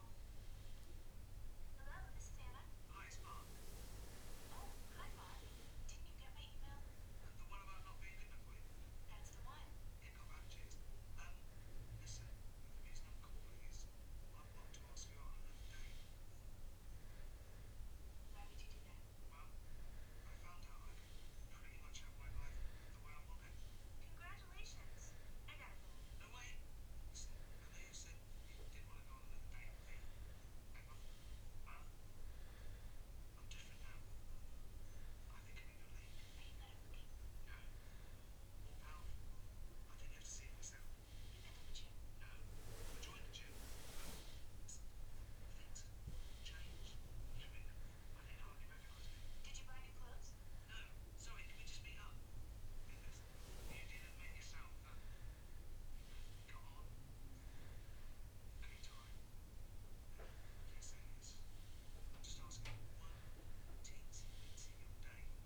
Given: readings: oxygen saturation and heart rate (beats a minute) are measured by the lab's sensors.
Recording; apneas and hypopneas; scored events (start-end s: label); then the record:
breathing in sleep by a room microphone; none
none scored
From the record:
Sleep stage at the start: N2 (light sleep); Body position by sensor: on the back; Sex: male